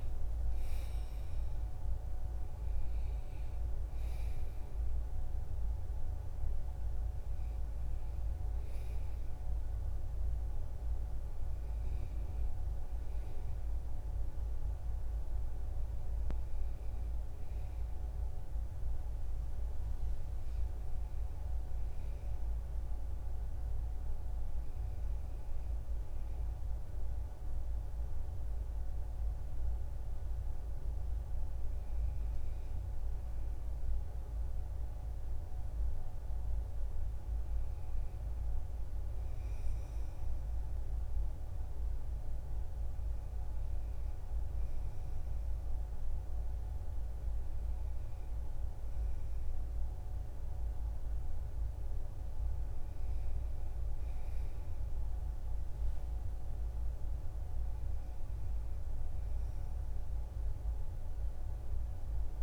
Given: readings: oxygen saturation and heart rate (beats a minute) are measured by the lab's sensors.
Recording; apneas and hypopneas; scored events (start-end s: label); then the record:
breathing in sleep, hard to hear, by a room microphone; none
41.00-62.43 s: new sleep stage, N2 (light sleep)
From the record:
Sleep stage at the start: N1 (lightest sleep); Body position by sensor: on the right side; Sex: male